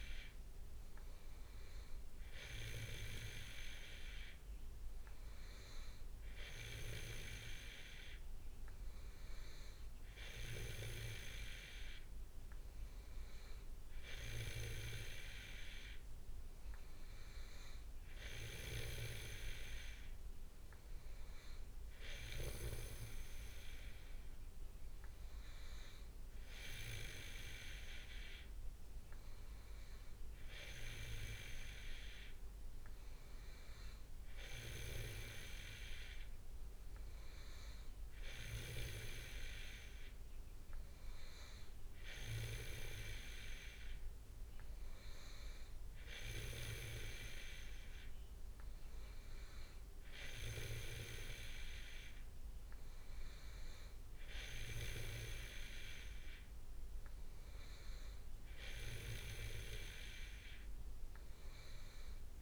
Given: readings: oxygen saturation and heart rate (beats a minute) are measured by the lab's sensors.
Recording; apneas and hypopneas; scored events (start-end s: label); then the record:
breathing in sleep by a room microphone; none
none scored
From the record:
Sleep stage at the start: N2 (light sleep); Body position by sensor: on the back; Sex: male